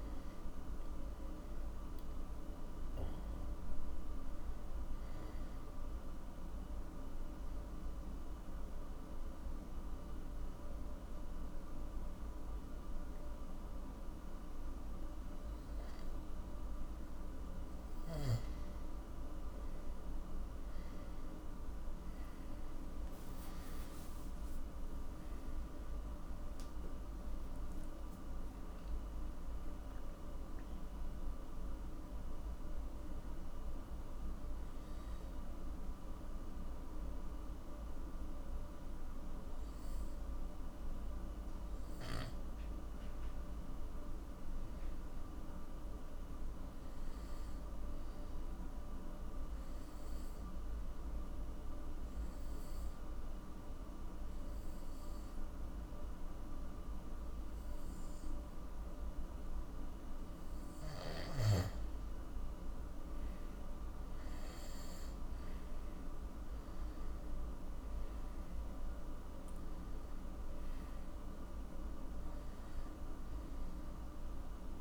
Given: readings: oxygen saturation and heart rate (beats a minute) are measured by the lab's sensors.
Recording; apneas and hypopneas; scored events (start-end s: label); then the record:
breathing in sleep, hard to hear, by a room microphone; 2
0.00-1.50 s: oxygen desaturation (device-marked, oxygen 89% lowest, heart rate 46 extreme)
0.00-3.50 s: arousal
7.00-18.00 s: obstructive apnea (oxygen 97% before, 91% lowest, heart rate 58 before, 47 extreme, up 28 after)
20.50-24.00 s: arousal
28.50-47.50 s: oxygen desaturation (device-marked, oxygen 98% before, 92% lowest, heart rate 60 before, 50 extreme)
44.50-47.50 s: arousal
49.00-61.00 s: obstructive apnea (oxygen 98% before, 89% lowest, heart rate 65 before, 49 extreme, up 13 after)
63.50-67.00 s: arousal
67.50-74.81 s: oxygen desaturation (device-marked, oxygen 97% before, 89% lowest, heart rate 55 before, 49 extreme)
From the record:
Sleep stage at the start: N2 (light sleep); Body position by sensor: on the back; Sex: male